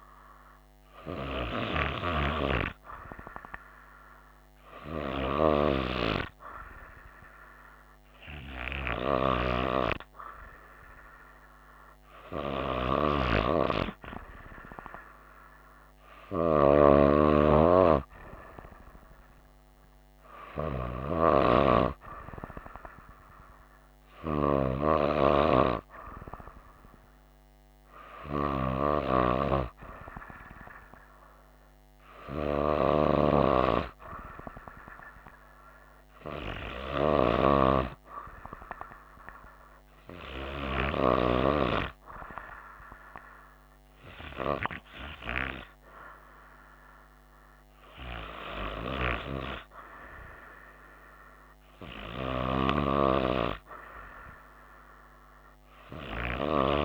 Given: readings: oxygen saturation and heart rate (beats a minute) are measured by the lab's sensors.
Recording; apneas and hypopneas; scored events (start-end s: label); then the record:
breathing in sleep by a microphone on the trachea; none
none scored
From the record:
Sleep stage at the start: N2 (light sleep); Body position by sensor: on the right side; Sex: female